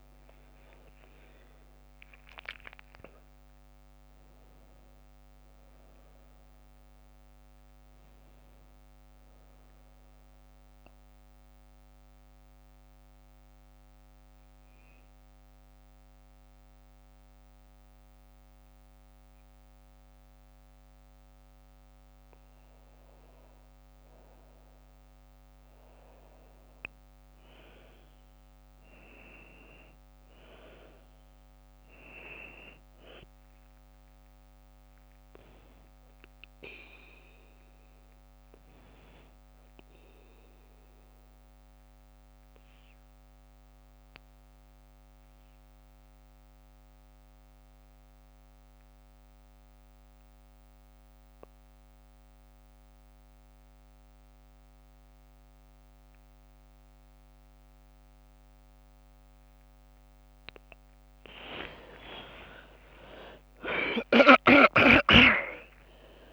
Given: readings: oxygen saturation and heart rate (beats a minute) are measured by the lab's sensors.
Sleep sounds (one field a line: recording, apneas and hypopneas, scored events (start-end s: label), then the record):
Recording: breathing in sleep by a microphone on the trachea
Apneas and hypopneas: 2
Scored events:
0.00-1.00 s: arousal
0.00-16.50 s: oxygen desaturation (device-marked, oxygen 91% lowest, heart rate 56 extreme)
11.50-23.00 s: central apnea (oxygen 100% before, 84% lowest, heart rate 63 before, 55 extreme, up 6 after)
25.50-30.00 s: arousal
33.50-44.50 s: oxygen desaturation (device-marked, oxygen 99% before, 93% lowest, heart rate 60 before, 55 extreme)
42.00-60.00 s: obstructive apnea (oxygen 99% before, 84% lowest, heart rate 60 before, 57 extreme, up 19 after)
58.50-66.33 s: oxygen desaturation (device-marked, oxygen 96% before, 84% lowest, heart rate 58 before, 58 extreme)
61.50-65.50 s: arousal
65.00-66.33 s: long interval between heartbeats (device-marked, heart rate 59 before, 73 extreme)
From the record:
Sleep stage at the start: N2 (light sleep)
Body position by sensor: on the back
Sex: female